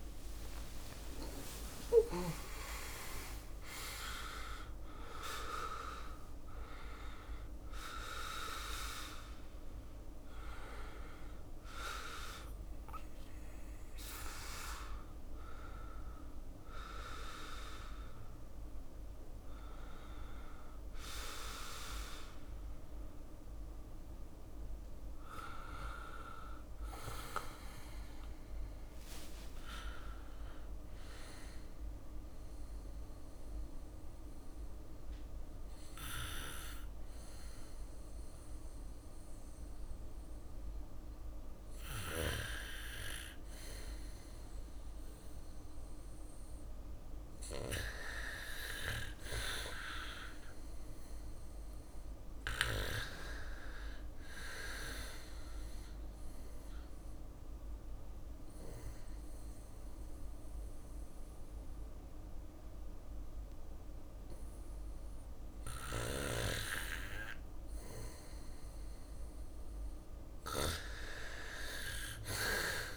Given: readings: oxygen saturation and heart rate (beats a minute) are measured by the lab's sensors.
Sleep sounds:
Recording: breathing in sleep by a room microphone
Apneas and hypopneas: 2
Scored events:
0.00-11.50 s: drop in pulse transit time (device-marked, heart rate 58 extreme)
0.00-23.50 s: oxygen desaturation (device-marked, oxygen 87% lowest, heart rate 61 extreme)
1.00-3.00 s: long interval between heartbeats (device-marked, heart rate 56 before, 68 extreme)
25.00-28.50 s: arousal
29.50-72.97 s: new sleep stage, N2 (light sleep)
30.50-41.50 s: obstructive apnea (oxygen 100% before, 96% lowest, heart rate 65 before, 59 extreme, up 1 after)
48.00-51.50 s: arousal
55.50-65.50 s: obstructive apnea (oxygen 100% before, 94% lowest, heart rate 62 before, 57 extreme, up 5 after)
59.50-62.50 s: bradycardia (device-marked, heart rate 62 before, 60 extreme)
68.00-71.00 s: arousal
From the record:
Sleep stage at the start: N1 (lightest sleep)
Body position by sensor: on the back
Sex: male

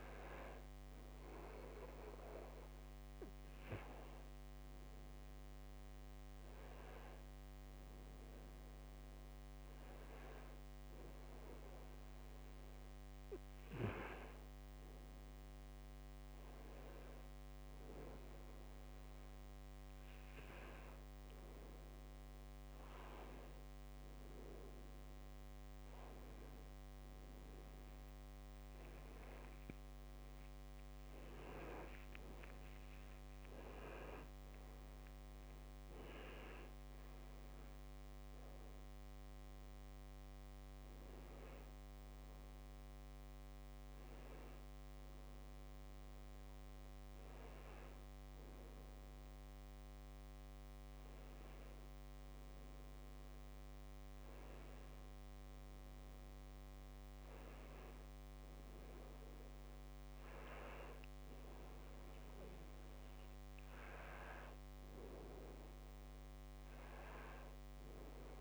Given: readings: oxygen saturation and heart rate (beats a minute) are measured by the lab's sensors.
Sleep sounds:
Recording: a person awake in a sleep study, by a microphone on the trachea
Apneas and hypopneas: none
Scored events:
29.50-34.00 s: arousal
From the record:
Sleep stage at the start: awake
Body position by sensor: on the back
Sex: male

